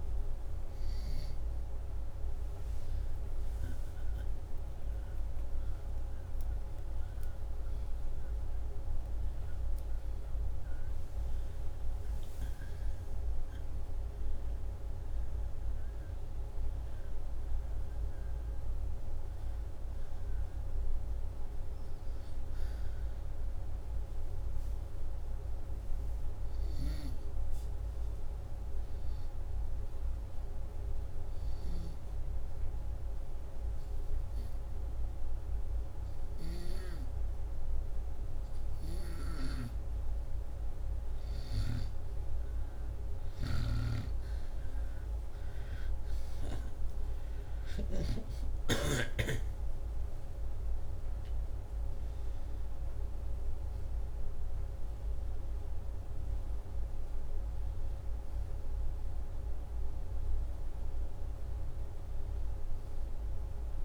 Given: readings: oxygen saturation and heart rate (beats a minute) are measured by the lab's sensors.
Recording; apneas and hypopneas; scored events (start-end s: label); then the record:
breathing in sleep, hard to hear, by a room microphone; none
3.00-7.50 s: arousal
46.50-63.84 s: oxygen desaturation (device-marked, oxygen 97% before, 90% lowest, heart rate 82 before, 77 extreme)
48.50-52.50 s: arousal
From the record:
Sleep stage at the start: N2 (light sleep); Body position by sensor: upright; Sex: male